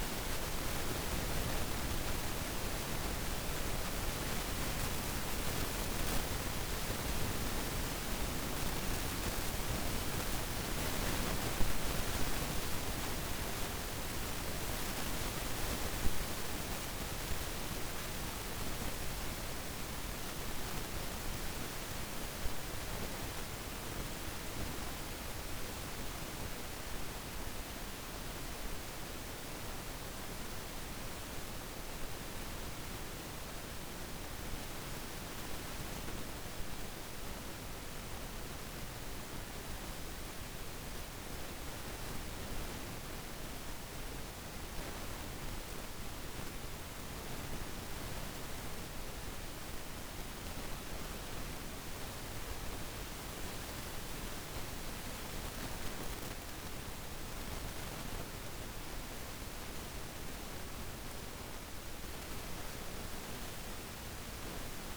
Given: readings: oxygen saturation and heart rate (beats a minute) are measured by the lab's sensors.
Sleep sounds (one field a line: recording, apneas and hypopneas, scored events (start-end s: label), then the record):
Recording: breathing in sleep by a room microphone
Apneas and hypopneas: 1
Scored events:
0.00-10.00 s: oxygen desaturation (device-marked, oxygen 90% lowest, heart rate 53 extreme)
30.50-44.00 s: obstructive apnea (oxygen 96% before, 90% lowest, heart rate 54 before, 54 extreme, up 3 after)
45.00-64.97 s: oxygen desaturation (device-marked, oxygen 94% before, 90% lowest, heart rate 56 before, 51 extreme)
45.50-49.50 s: arousal
From the record:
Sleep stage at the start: REM sleep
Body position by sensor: on the back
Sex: female